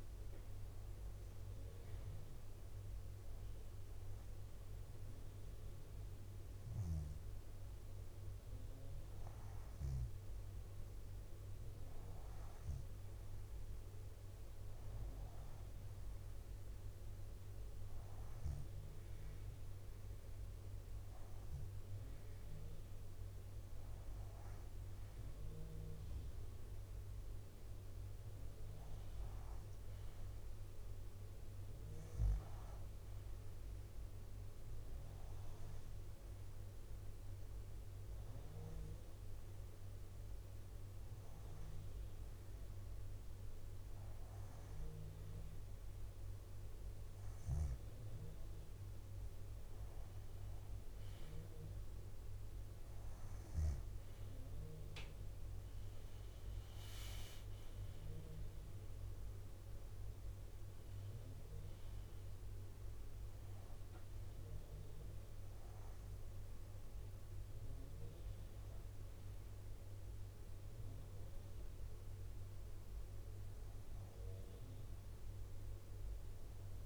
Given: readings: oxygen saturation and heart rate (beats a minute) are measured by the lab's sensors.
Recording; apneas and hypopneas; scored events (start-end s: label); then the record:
breathing in sleep, hard to hear, by a room microphone; none
27.00-38.00 s: bradycardia (device-marked, heart rate 63 before, 56 extreme)
46.00-48.00 s: bradycardia (device-marked, heart rate 63 before, 62 extreme)
46.50-48.50 s: leg movement (device-marked)
55.50-60.00 s: arousal
60.00-76.00 s: drop in pulse transit time (device-marked, heart rate 62 before, 65 extreme)
From the record:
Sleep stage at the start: REM sleep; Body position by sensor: on the back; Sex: female